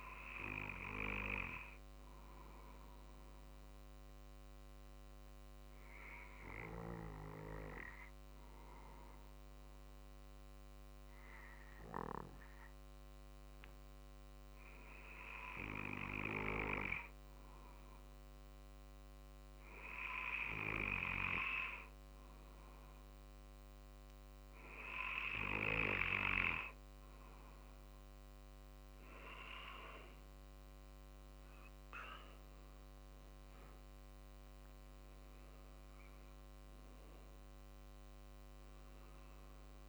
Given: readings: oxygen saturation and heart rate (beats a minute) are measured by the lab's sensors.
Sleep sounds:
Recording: breathing in sleep by a microphone on the trachea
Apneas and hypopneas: 1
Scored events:
0.00-2.50 s: drop in pulse transit time (device-marked, heart rate 47 extreme)
1.50-19.00 s: obstructive apnea (oxygen 96% before, 93% lowest, heart rate 48 before, 47 extreme, up 1 after)
22.50-39.89 s: drop in pulse transit time (device-marked, heart rate 47 before, 48 extreme)
29.50-35.00 s: arousal
From the record:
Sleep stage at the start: N2 (light sleep)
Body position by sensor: on the back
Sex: male

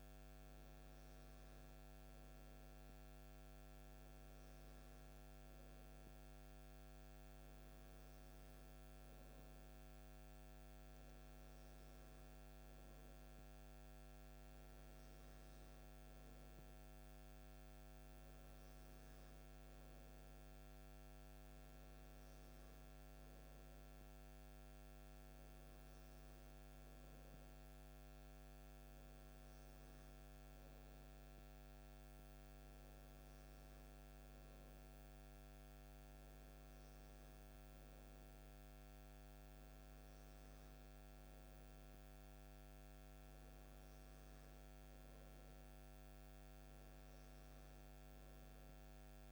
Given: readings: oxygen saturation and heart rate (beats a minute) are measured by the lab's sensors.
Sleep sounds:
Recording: breathing in sleep, hard to hear, by a microphone on the trachea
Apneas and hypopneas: none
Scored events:
none scored
From the record:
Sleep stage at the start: N2 (light sleep)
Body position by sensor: on the back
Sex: male

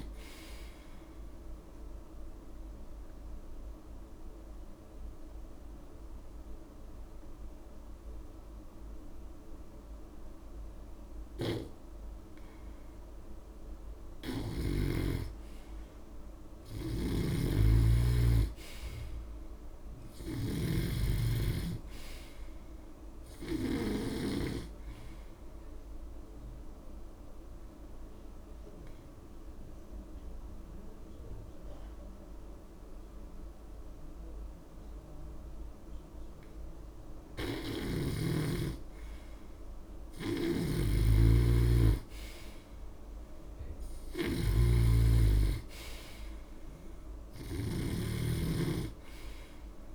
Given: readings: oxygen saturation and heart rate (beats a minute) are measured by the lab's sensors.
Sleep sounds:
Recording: breathing in sleep by a room microphone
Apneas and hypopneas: 2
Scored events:
0.00-7.00 s: oxygen desaturation (device-marked, oxygen 90% lowest)
2.00-13.50 s: obstructive apnea (oxygen 97% before, 89% lowest)
11.00-21.00 s: snoring (device-marked)
17.50-21.00 s: arousal
26.00-34.00 s: oxygen desaturation (device-marked, oxygen 95% before, 91% lowest)
26.50-37.00 s: obstructive apnea (oxygen 96% before, 89% lowest)
33.00-35.00 s: long interval between heartbeats (device-marked)
37.50-48.00 s: snoring (device-marked)
39.50-43.00 s: arousal
45.00-49.95 s: oxygen desaturation (device-marked, oxygen 95% before, 89% lowest)
46.50-48.50 s: long interval between heartbeats (device-marked)
From the record:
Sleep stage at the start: N2 (light sleep)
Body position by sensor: on the back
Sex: male

